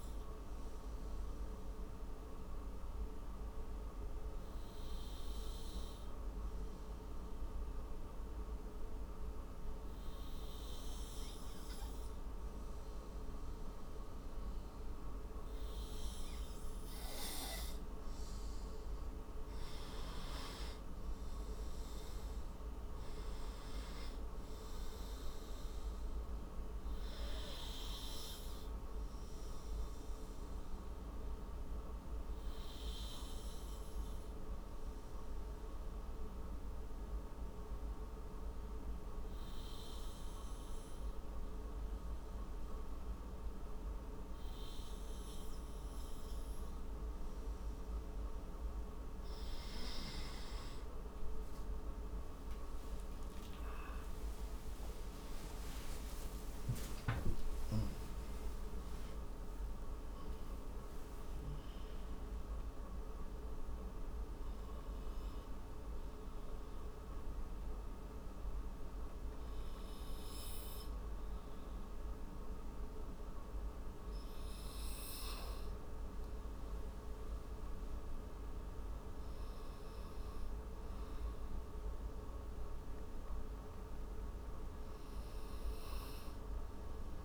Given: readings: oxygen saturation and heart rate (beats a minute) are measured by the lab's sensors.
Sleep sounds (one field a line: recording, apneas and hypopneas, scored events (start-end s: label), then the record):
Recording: breathing in sleep, hard to hear, by a room microphone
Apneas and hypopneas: 1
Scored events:
13.50-42.50 s: oxygen desaturation (device-marked, oxygen 97% before, 92% lowest)
30.00-46.50 s: hypopnea (oxygen 97% before, 92% lowest)
53.00-59.00 s: arousal
From the record:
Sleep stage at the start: N2 (light sleep)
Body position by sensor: on the right side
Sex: male